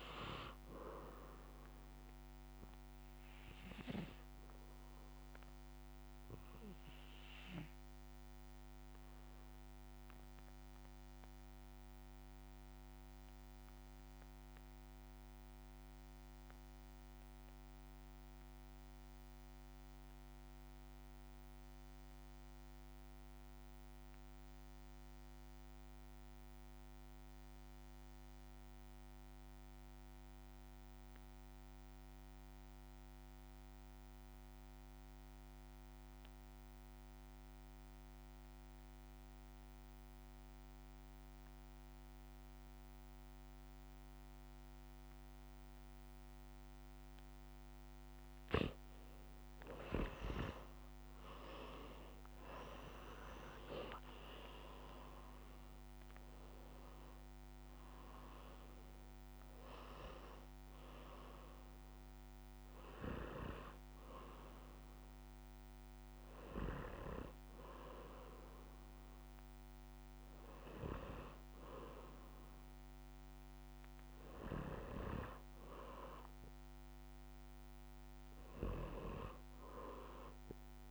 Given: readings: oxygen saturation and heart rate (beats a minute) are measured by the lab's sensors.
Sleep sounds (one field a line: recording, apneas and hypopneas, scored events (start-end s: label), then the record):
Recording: breathing in sleep by a microphone on the trachea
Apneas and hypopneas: 1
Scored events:
9.00-47.50 s: obstructive apnea (oxygen 98% before, 78% lowest, heart rate 69 before, 56 extreme, up 17 after)
15.50-28.50 s: oxygen desaturation (device-marked, oxygen 95% before, 92% lowest, heart rate 68 before, 58 extreme)
37.50-73.50 s: oxygen desaturation (device-marked, oxygen 94% before, 78% lowest, heart rate 59 before, 64 extreme)
39.50-80.91 s: new sleep stage, REM sleep
50.00-54.50 s: arousal
From the record:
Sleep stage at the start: N2 (light sleep)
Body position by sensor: on the back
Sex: male